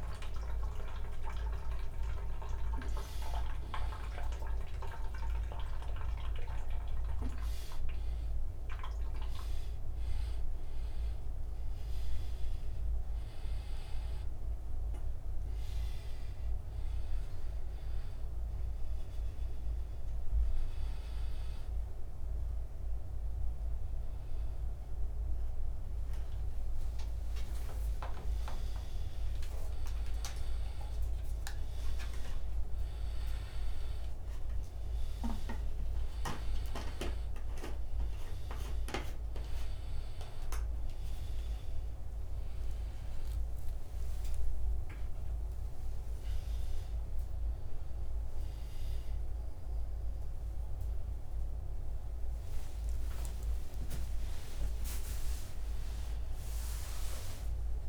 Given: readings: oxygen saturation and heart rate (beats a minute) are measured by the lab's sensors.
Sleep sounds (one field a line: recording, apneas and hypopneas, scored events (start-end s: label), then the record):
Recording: a person awake in a sleep study, by a room microphone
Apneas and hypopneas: none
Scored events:
none scored
From the record:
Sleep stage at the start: awake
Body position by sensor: upright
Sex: male